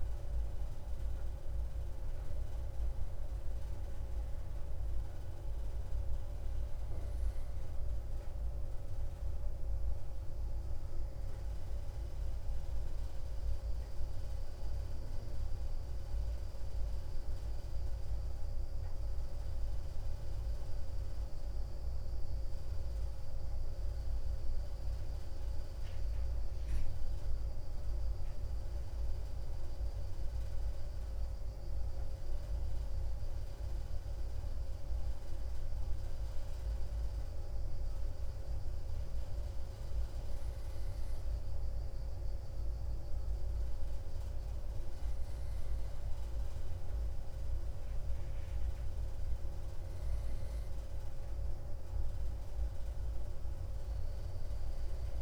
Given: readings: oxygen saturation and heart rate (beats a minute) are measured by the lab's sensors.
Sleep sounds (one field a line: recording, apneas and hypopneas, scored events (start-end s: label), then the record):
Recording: breathing in sleep, hard to hear, by a room microphone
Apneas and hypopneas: none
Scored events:
none scored
From the record:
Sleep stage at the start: N2 (light sleep)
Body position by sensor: on the right side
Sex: male